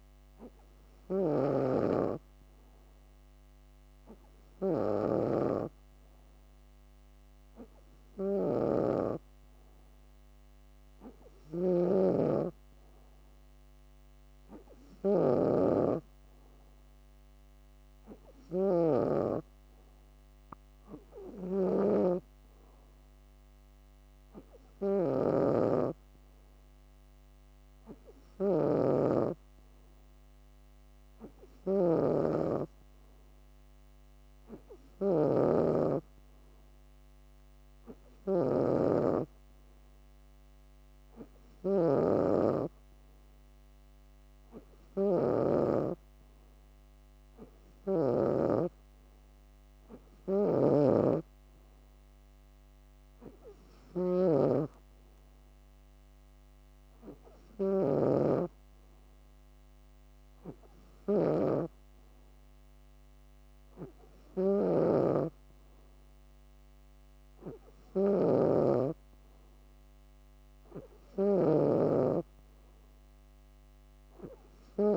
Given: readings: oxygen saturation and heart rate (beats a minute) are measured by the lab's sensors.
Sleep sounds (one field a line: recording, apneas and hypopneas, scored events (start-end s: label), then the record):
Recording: breathing in sleep by a microphone on the trachea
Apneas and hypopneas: none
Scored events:
0.00-48.00 s: snoring (device-marked)
50.00-74.97 s: snoring (device-marked)
59.50-74.97 s: new sleep stage, N3 (deep sleep)
From the record:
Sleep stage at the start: N2 (light sleep)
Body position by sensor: on the back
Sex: female